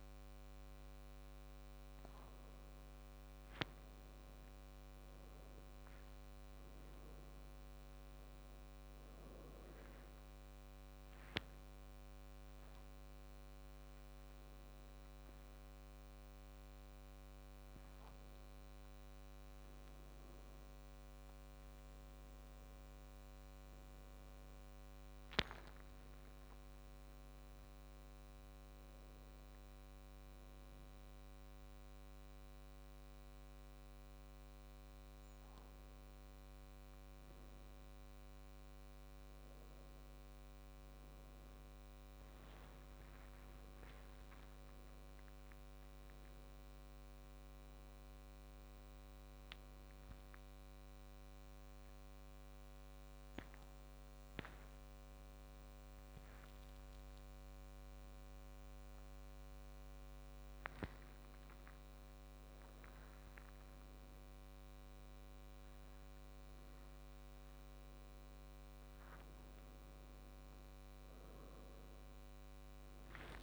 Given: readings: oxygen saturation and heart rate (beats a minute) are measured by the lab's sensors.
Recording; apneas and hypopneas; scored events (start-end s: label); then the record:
a person awake in a sleep study, hard to hear, by a microphone on the trachea; none
none scored
From the record:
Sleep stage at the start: awake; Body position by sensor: on the back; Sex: male